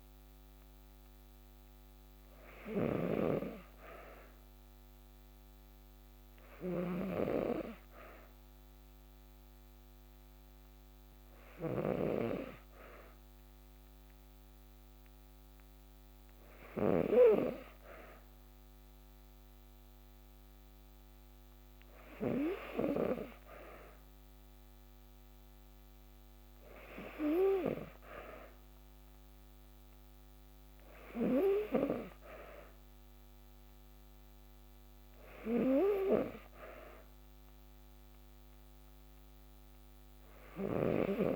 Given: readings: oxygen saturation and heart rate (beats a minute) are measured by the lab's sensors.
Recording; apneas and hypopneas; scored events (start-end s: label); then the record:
breathing in sleep by a microphone on the trachea; none
0.00-16.50 s: snoring (device-marked)
40.00-41.36 s: snoring (device-marked)
From the record:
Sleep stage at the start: N2 (light sleep); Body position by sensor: on the back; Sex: female